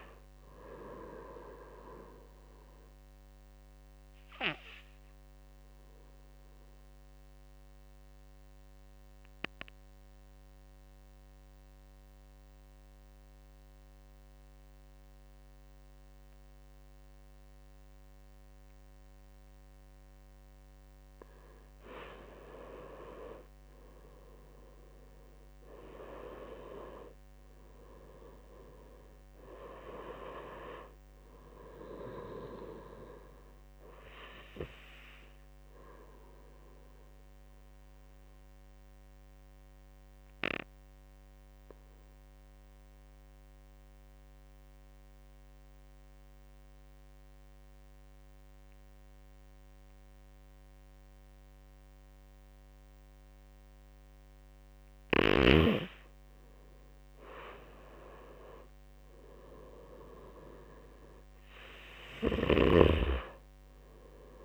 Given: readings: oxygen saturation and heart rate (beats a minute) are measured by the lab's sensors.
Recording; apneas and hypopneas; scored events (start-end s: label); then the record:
breathing in sleep by a microphone on the trachea; 2
0.00-10.50 s: oxygen desaturation (device-marked, oxygen 90% lowest)
3.50-19.50 s: obstructive apnea (oxygen 95% before, 88% lowest)
16.50-45.50 s: oxygen desaturation (device-marked, oxygen 95% before, 88% lowest)
22.00-25.50 s: arousal
35.50-54.50 s: obstructive apnea (oxygen 95% before, 88% lowest)
54.50-64.45 s: oxygen desaturation (device-marked, oxygen 97% before, 89% lowest)
56.00-59.50 s: arousal
61.50-64.45 s: snoring (device-marked)
From the record:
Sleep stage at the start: N2 (light sleep); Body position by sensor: on the right side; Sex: male